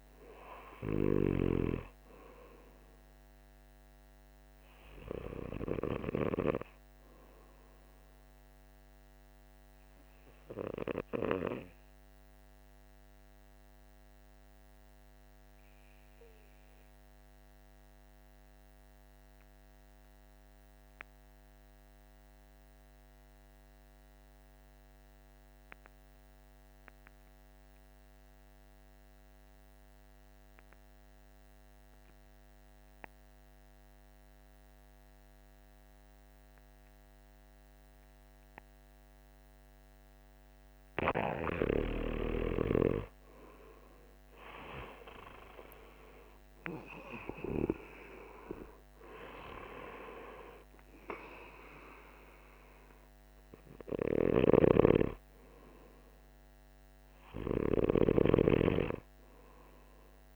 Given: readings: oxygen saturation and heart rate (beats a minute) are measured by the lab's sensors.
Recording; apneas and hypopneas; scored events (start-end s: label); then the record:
breathing in sleep by a microphone on the trachea; 1
0.00-13.50 s: oxygen desaturation (device-marked, oxygen 82% lowest, heart rate 48 extreme)
14.00-40.50 s: mixed apnea (oxygen 96% before, 82% lowest, heart rate 54 before, 48 extreme, up 14 after)
32.50-60.36 s: oxygen desaturation (device-marked, oxygen 99% before, 82% lowest, heart rate 49 before, 47 extreme)
42.50-47.00 s: arousal
From the record:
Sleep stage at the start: N2 (light sleep); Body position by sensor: on the back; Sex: male